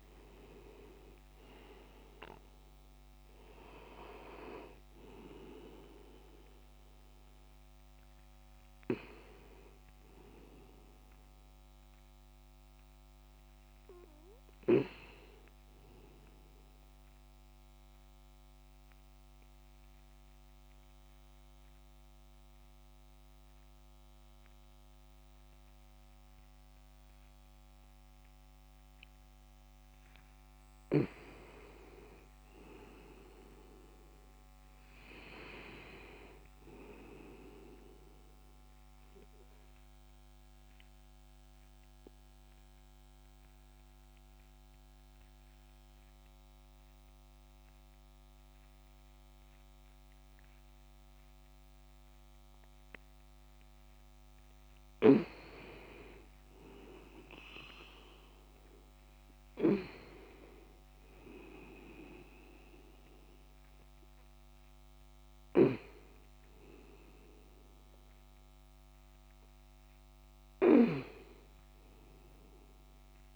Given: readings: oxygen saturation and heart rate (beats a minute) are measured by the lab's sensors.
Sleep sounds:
breathing in sleep by a microphone on the trachea; 2
0.00-18.00 s: oxygen desaturation (device-marked, oxygen 90% lowest, heart rate 63 extreme)
16.50-30.50 s: obstructive apnea (oxygen 95% before, 91% lowest, heart rate 85 before, 63 extreme, up 9 after)
32.00-35.50 s: arousal
39.00-53.00 s: oxygen desaturation (device-marked, oxygen 97% before, 93% lowest, heart rate 67 before, 67 extreme)
39.00-55.00 s: obstructive apnea (oxygen 98% before, 92% lowest, heart rate 67 before, 67 extreme, up 23 after)
56.50-60.00 s: arousal
64.00-73.35 s: oxygen desaturation (device-marked, oxygen 97% before, 92% lowest, heart rate 78 before, 62 extreme)
From the record:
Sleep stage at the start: N2 (light sleep); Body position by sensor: on the back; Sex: male

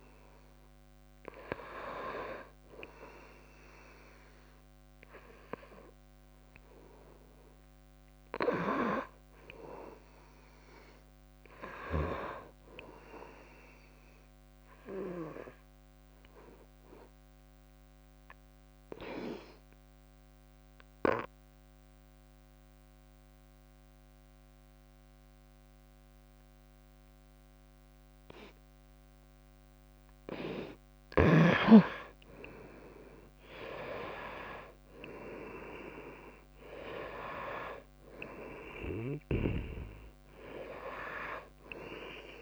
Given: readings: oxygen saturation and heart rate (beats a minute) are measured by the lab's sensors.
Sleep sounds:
breathing in sleep by a microphone on the trachea; 1
9.00-14.00 s: arousal
10.00-12.00 s: long interval between heartbeats (device-marked, heart rate 76 before, 87 extreme)
19.00-30.50 s: obstructive apnea (oxygen 96% before, 84% lowest, heart rate 86 before, 62 extreme, up 17 after)
22.50-42.41 s: oxygen desaturation (device-marked, oxygen 95% before, 84% lowest, heart rate 79 before, 62 extreme)
32.00-36.50 s: arousal
From the record:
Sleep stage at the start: N2 (light sleep); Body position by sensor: on the front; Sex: female

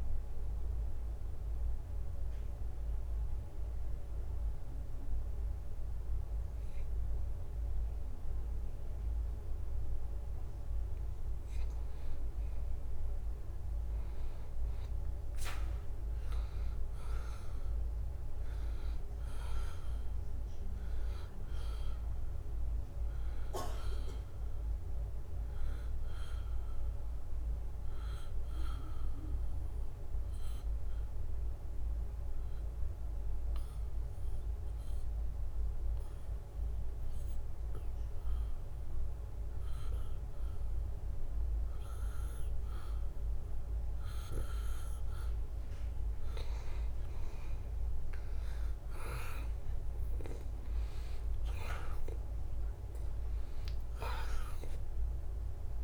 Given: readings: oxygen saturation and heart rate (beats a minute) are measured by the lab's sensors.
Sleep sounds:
breathing in sleep by a room microphone; 1
0.00-3.50 s: oxygen desaturation (device-marked, oxygen 90% lowest, heart rate 77 extreme)
0.00-10.50 s: drop in pulse transit time (device-marked, heart rate 81 extreme)
19.00-22.50 s: arousal
23.50-41.50 s: oxygen desaturation (device-marked, oxygen 95% before, 90% lowest, heart rate 80 before, 77 extreme)
25.50-45.50 s: hypopnea (oxygen 95% before, 89% lowest, heart rate 80 before, 77 extreme, up 3 after)
47.00-52.00 s: arousal
From the record:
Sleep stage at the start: N2 (light sleep); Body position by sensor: on the back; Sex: male

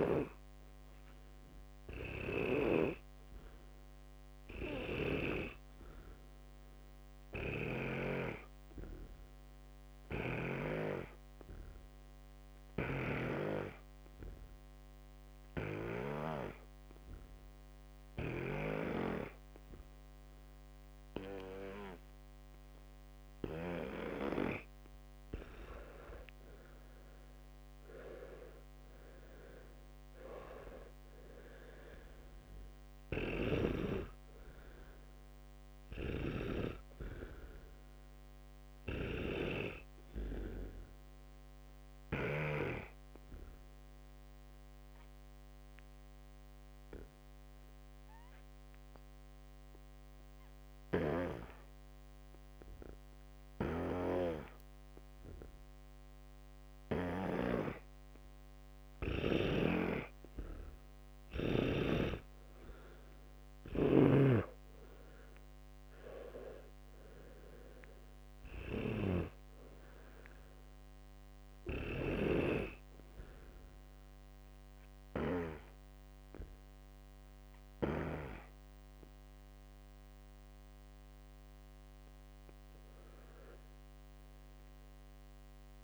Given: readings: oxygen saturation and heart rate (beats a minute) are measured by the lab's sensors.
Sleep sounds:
breathing in sleep by a microphone on the trachea; 2
0.00-7.00 s: oxygen desaturation (device-marked, oxygen 95% lowest, heart rate 62 extreme)
10.00-25.00 s: hypopnea (oxygen 99% before, 93% lowest, heart rate 67 before, 62 extreme, up 10 after)
27.00-31.50 s: arousal
27.00-43.00 s: oxygen desaturation (device-marked, oxygen 99% before, 93% lowest, heart rate 66 before, 62 extreme)
43.50-61.50 s: hypopnea (oxygen 99% before, 94% lowest, heart rate 69 before, 64 extreme, up 11 after)
64.00-67.50 s: arousal
72.00-85.84 s: oxygen desaturation (device-marked, oxygen 100% before, 95% lowest, heart rate 69 before, 62 extreme)
From the record:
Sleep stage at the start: N2 (light sleep); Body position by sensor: on the back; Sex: male

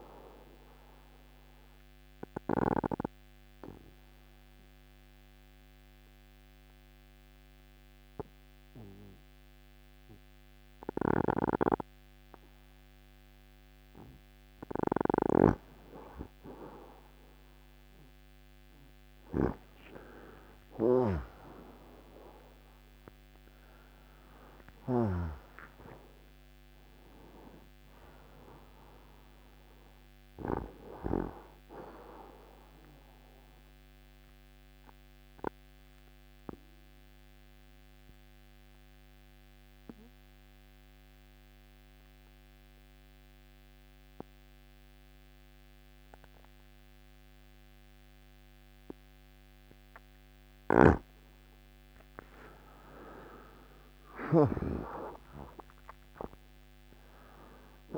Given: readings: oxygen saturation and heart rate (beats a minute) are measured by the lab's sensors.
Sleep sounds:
breathing in sleep by a microphone on the trachea; 2
0.00-12.00 s: oxygen desaturation (device-marked, oxygen 90% lowest)
3.00-15.50 s: obstructive apnea (oxygen 95% before, 91% lowest)
17.50-21.00 s: arousal
34.50-50.00 s: obstructive apnea (oxygen 94% before, 91% lowest)
52.50-57.98 s: arousal
From the record:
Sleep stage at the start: N2 (light sleep); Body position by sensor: on the left side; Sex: male

